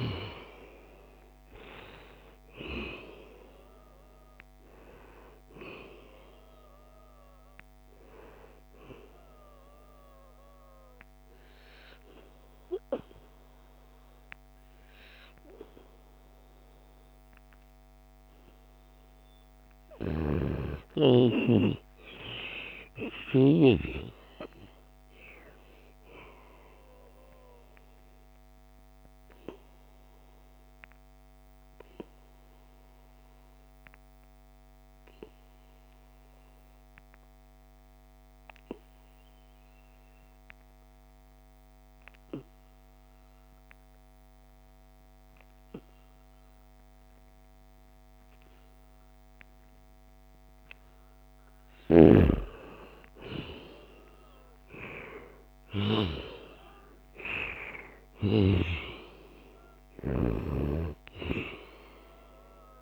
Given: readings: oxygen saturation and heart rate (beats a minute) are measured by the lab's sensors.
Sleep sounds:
breathing in sleep by a microphone on the trachea; 2
0.00-18.00 s: oxygen desaturation (device-marked, oxygen 86% lowest, heart rate 67 extreme)
9.50-19.50 s: obstructive apnea (oxygen 96% before, 86% lowest, heart rate 75 before, 73 extreme, up 12 after)
20.00-23.50 s: snoring (device-marked)
21.00-23.00 s: long interval between heartbeats (device-marked, heart rate 81 before, 88 extreme)
21.00-24.50 s: arousal
29.50-51.50 s: obstructive apnea (oxygen 97% before, 88% lowest, heart rate 83 before, 70 extreme, up 14 after)
48.00-62.82 s: oxygen desaturation (device-marked, oxygen 96% before, 89% lowest, heart rate 76 before, 69 extreme)
53.00-58.00 s: arousal
58.50-60.50 s: long interval between heartbeats (device-marked, heart rate 72 before, 84 extreme)
From the record:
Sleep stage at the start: N2 (light sleep); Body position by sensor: on the back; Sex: male

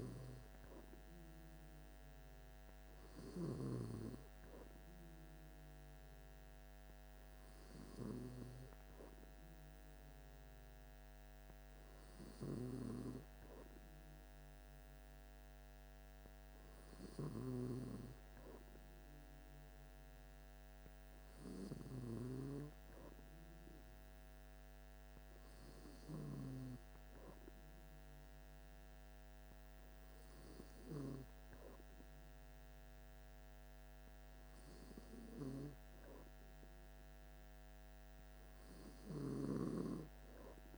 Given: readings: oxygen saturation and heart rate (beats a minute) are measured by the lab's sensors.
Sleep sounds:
breathing in sleep by a microphone on the trachea; none
none scored
From the record:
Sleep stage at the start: N2 (light sleep); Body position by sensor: on the back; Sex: male

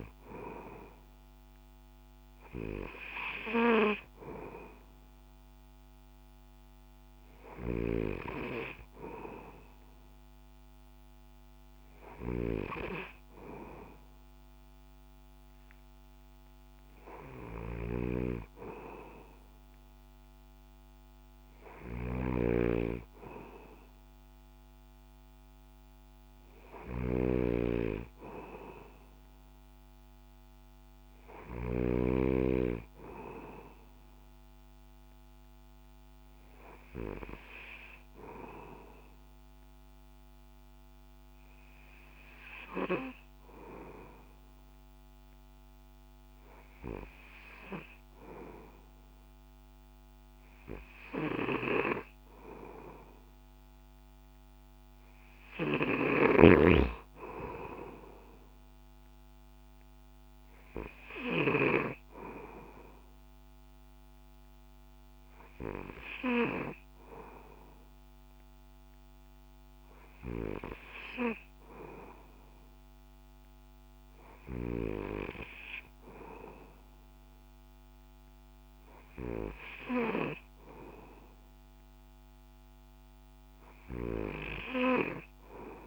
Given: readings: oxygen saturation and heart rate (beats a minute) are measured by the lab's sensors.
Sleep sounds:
breathing in sleep by a microphone on the trachea; none
7.50-32.00 s: snoring (device-marked)
56.00-61.50 s: snoring (device-marked)
From the record:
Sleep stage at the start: N2 (light sleep); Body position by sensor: on the back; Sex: male

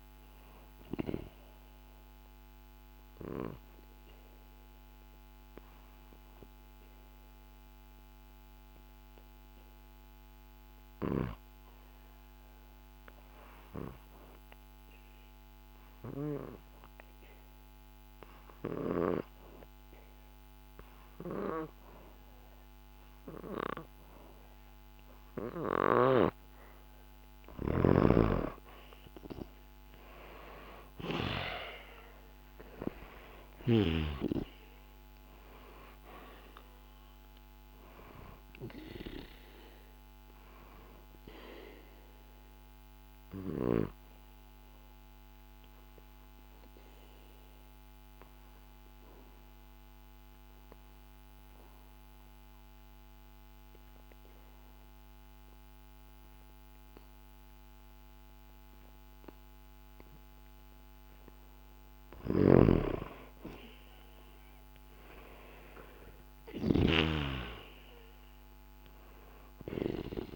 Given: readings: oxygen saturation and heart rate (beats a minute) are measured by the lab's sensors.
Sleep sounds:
breathing in sleep by a microphone on the trachea; 2
0.00-9.50 s: oxygen desaturation (device-marked, oxygen 90% lowest, heart rate 63 extreme)
3.00-26.00 s: obstructive apnea (oxygen 98% before, 90% lowest, heart rate 68 before, 63 extreme, up 2 after)
27.50-33.50 s: snoring (device-marked)
28.50-33.00 s: arousal
37.50-55.50 s: oxygen desaturation (device-marked, oxygen 98% before, 91% lowest, heart rate 65 before, 64 extreme)
37.50-61.50 s: obstructive apnea (oxygen 99% before, 91% lowest, heart rate 65 before, 64 extreme, up 1 after)
62.00-67.00 s: snoring (device-marked)
63.00-66.50 s: arousal
From the record:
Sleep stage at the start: N2 (light sleep); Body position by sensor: on the back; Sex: male

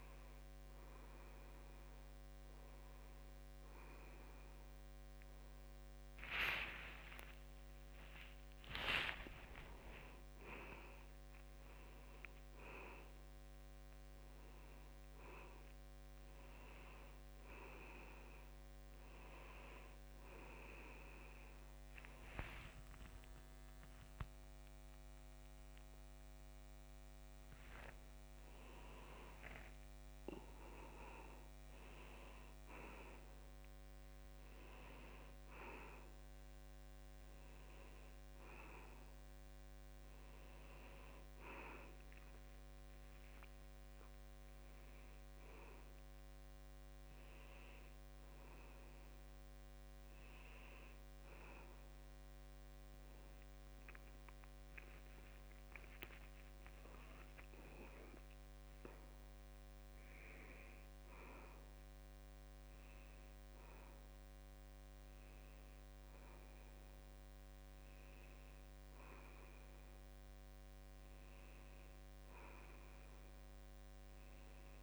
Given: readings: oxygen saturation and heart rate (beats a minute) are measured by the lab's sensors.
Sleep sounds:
a person partly awake in a sleep study, by a microphone on the trachea; none
0.00-15.50 s: oxygen desaturation (device-marked, oxygen 87% lowest, heart rate 70 extreme)
2.50-32.50 s: new sleep stage, awake
32.50-74.83 s: new sleep stage, N1 (lightest sleep)
54.50-57.00 s: arousal
From the record:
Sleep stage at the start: N2 (light sleep); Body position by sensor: on the back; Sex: male

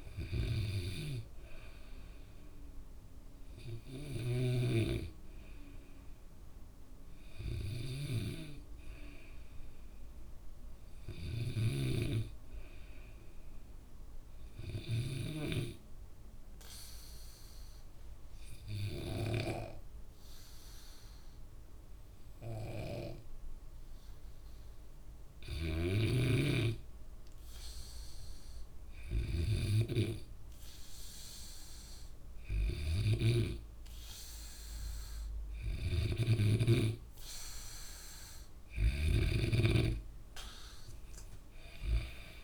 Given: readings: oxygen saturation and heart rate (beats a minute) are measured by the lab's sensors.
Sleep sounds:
breathing in sleep by a room microphone; 1
4.00-19.50 s: snoring (device-marked)
15.00-30.00 s: hypopnea (oxygen 97% before, 92% lowest, heart rate 65 before, 61 extreme, up 5 after)
33.00-36.50 s: arousal
33.00-39.50 s: snoring (device-marked)
40.50-42.44 s: oxygen desaturation (device-marked, oxygen 96% before, 92% lowest, heart rate 64 before, 64 extreme)
From the record:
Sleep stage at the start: N2 (light sleep); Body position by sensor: on the back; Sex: male

